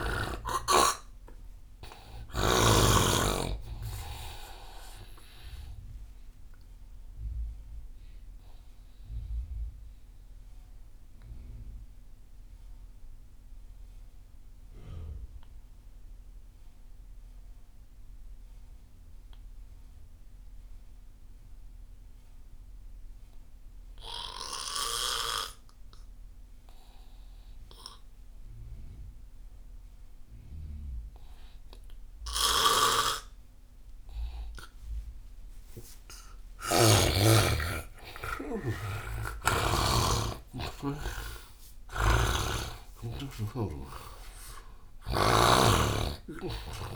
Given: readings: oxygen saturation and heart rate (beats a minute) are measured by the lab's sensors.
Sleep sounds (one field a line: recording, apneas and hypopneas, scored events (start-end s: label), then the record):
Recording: breathing in sleep by a room microphone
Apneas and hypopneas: 1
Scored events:
0.00-1.00 s: arousal
0.00-19.50 s: oxygen desaturation (device-marked, oxygen 85% lowest)
8.00-34.50 s: obstructive apnea (oxygen 99% before, 84% lowest)
31.50-46.96 s: oxygen desaturation (device-marked, oxygen 98% before, 84% lowest)
32.50-37.50 s: snoring (device-marked)
36.00-40.50 s: arousal
42.00-45.50 s: snoring (device-marked)
From the record:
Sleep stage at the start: N2 (light sleep)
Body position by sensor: on the right side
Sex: male